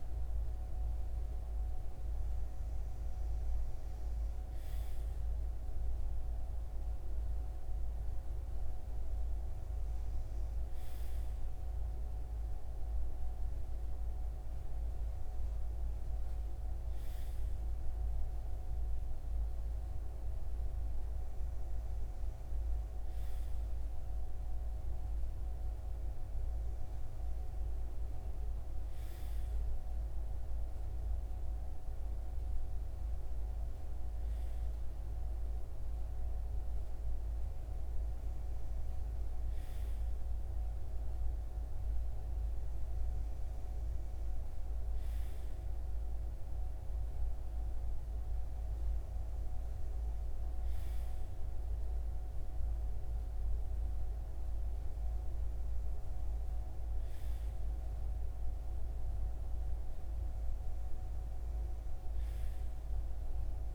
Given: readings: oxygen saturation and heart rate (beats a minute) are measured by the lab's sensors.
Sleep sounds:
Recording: breathing in sleep, hard to hear, by a room microphone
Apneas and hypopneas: none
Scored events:
none scored
From the record:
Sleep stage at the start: REM sleep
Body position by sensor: on the right side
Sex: male

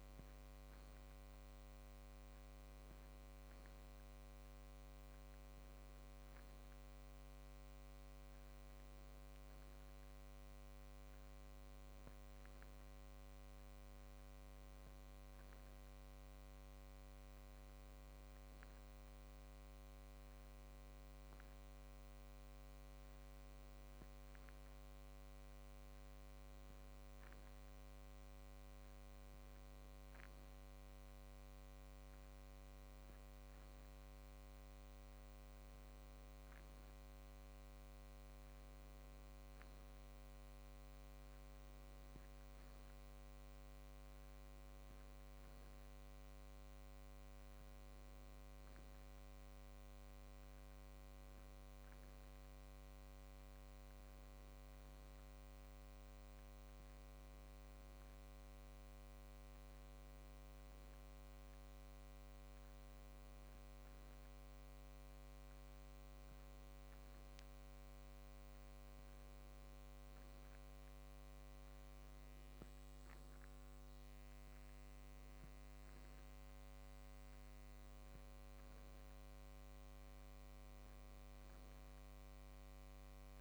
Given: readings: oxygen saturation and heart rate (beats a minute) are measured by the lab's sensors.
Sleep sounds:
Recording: breathing in sleep, hard to hear, by a microphone on the trachea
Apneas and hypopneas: none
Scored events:
11.00-83.41 s: new sleep stage, N2 (light sleep)
From the record:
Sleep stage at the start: N1 (lightest sleep)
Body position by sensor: on the back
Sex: male

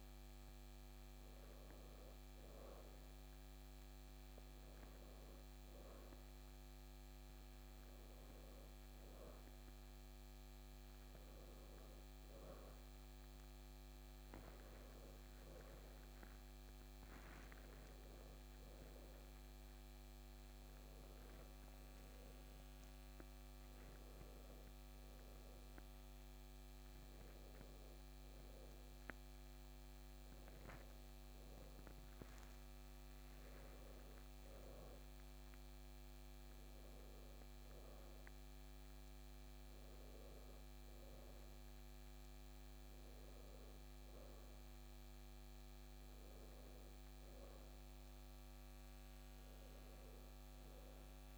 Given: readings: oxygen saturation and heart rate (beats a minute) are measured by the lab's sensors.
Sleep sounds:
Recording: a person awake in a sleep study, hard to hear, by a microphone on the trachea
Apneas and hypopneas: none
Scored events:
30.00-51.38 s: new sleep stage, N1 (lightest sleep)
From the record:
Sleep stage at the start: awake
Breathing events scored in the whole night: 351 in 5.6 hours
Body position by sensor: on the back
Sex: male

